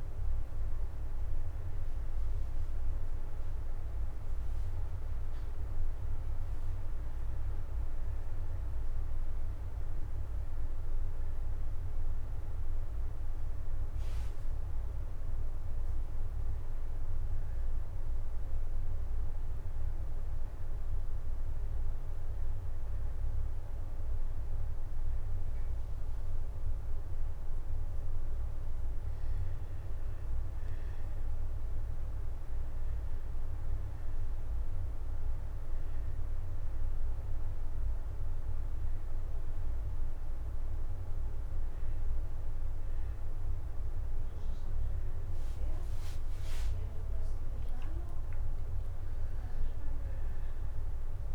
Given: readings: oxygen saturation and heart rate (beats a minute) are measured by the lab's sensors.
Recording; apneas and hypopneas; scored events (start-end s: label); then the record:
a person partly awake in a sleep study, hard to hear, by a room microphone; 1
12.00-51.35 s: new sleep stage, N1 (lightest sleep)
19.50-30.00 s: hypopnea (oxygen 96% before, 92% lowest, heart rate 145 before, 133 extreme, up 38 after)
32.00-35.00 s: arousal
32.00-43.00 s: oxygen desaturation (device-marked, oxygen 96% before, 92% lowest, heart rate 153 before, 102 extreme)
45.00-48.50 s: arousal
From the record:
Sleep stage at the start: awake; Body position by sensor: on the back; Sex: male